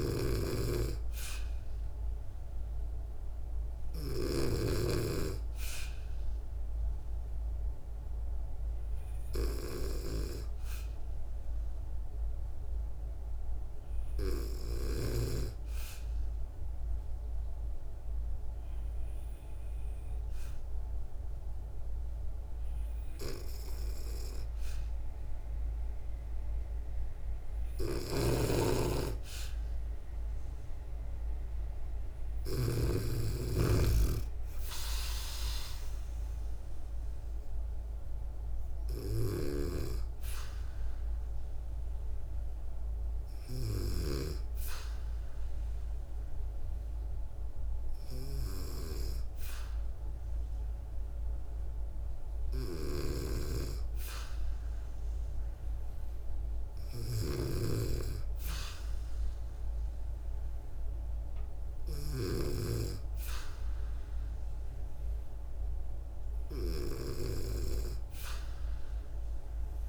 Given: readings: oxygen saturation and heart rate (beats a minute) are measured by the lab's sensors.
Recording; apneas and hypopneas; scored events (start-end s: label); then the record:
breathing in sleep by a room microphone; 1
0.00-1.00 s: oxygen desaturation (device-marked, oxygen 93% lowest, heart rate 63 extreme)
0.00-4.00 s: snoring (device-marked)
15.50-26.50 s: obstructive apnea (oxygen 96% before, 93% lowest, heart rate 65 before, 61 extreme, up 5 after)
27.50-32.00 s: snoring (device-marked)
32.50-37.00 s: arousal
From the record:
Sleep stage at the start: N2 (light sleep); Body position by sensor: on the back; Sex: female